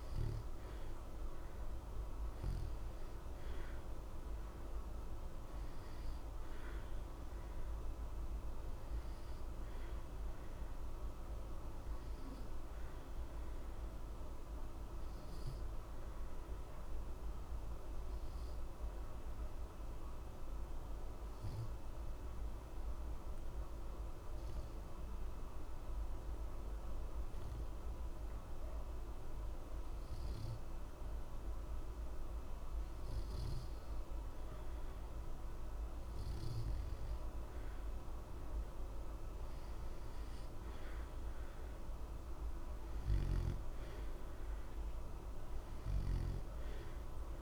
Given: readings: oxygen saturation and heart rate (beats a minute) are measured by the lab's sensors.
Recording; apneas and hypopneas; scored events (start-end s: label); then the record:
breathing in sleep, hard to hear, by a room microphone; 1
13.50-34.50 s: obstructive apnea (oxygen 92% before, 89% lowest, heart rate 60 before, 60 extreme, up 0 after)
37.00-41.00 s: arousal
From the record:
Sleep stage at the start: N2 (light sleep); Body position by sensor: on the back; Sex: male